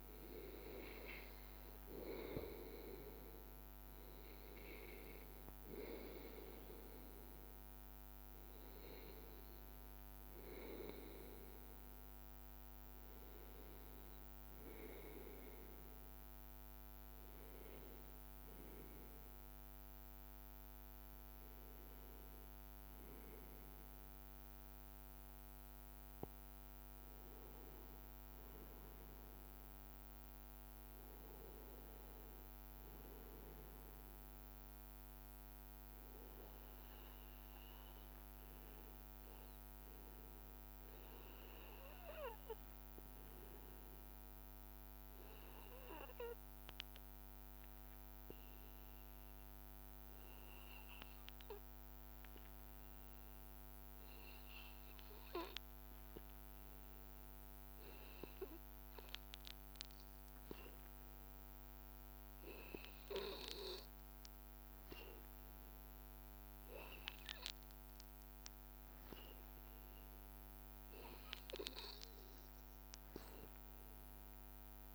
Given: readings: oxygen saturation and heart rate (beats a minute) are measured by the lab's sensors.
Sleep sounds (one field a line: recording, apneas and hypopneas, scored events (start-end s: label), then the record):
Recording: breathing in sleep by a microphone on the trachea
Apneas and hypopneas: 1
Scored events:
6.50-55.50 s: hypopnea (oxygen 97% before, 90% lowest, heart rate 82 before, 77 extreme, up 0 after)
57.50-60.00 s: arousal
63.50-64.50 s: oxygen desaturation (device-marked, oxygen 96% before, 95% lowest, heart rate 78 before, 79 extreme)
From the record:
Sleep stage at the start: N2 (light sleep)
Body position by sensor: on the back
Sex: male